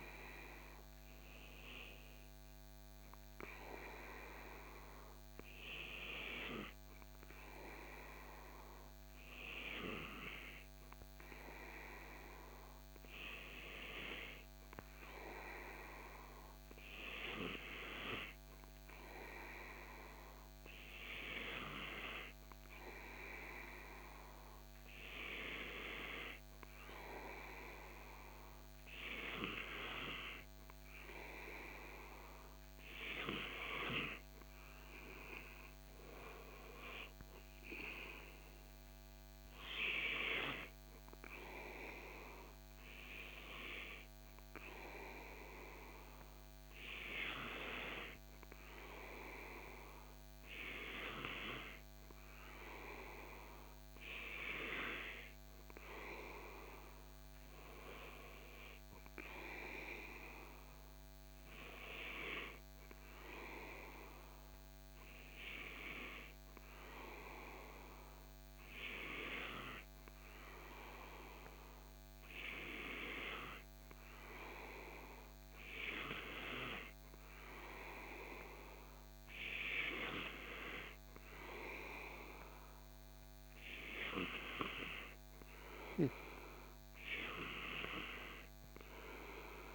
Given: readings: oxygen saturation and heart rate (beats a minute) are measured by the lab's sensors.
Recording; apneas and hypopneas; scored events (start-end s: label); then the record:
breathing in sleep by a microphone on the trachea; none
none scored
From the record:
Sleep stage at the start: N2 (light sleep); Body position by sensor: on the back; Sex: male